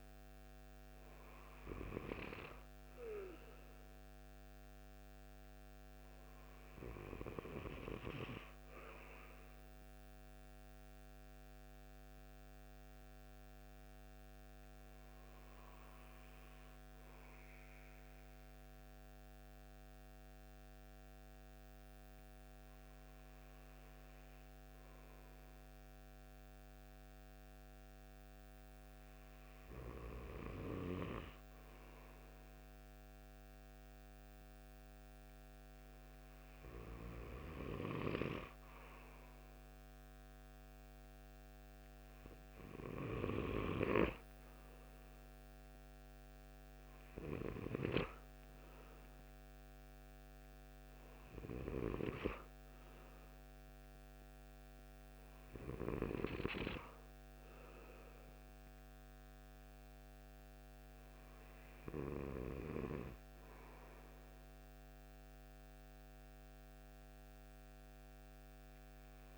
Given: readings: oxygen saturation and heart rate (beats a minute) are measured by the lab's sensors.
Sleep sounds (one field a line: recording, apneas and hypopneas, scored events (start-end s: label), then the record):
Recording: breathing in sleep by a microphone on the trachea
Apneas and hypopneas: 1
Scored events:
10.00-30.50 s: hypopnea (oxygen 96% before, 93% lowest)
33.00-36.50 s: arousal
From the record:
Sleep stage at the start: N2 (light sleep)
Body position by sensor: on the right side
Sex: male